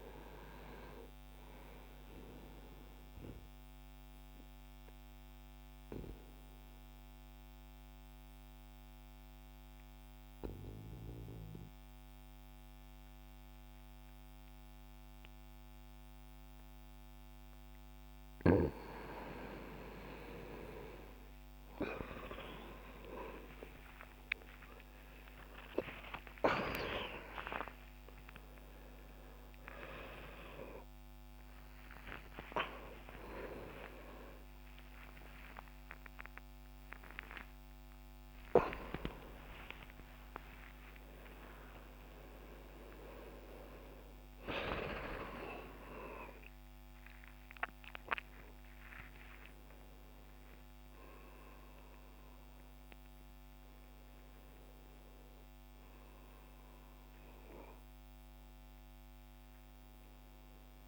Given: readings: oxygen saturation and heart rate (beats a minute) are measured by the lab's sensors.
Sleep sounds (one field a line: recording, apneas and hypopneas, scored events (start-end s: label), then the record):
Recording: a person awake in a sleep study, by a microphone on the trachea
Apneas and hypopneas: 1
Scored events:
0.00-2.00 s: oxygen desaturation (device-marked, oxygen 92% lowest, heart rate 59 extreme)
4.00-16.00 s: oxygen desaturation (device-marked, oxygen 94% before, 90% lowest, heart rate 62 before, 62 extreme)
4.00-19.00 s: obstructive apnea (oxygen 98% before, 90% lowest, heart rate 62 before, 62 extreme, up 36 after)
6.00-60.88 s: new sleep stage, awake
From the record:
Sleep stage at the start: N2 (light sleep)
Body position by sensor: on the back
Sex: male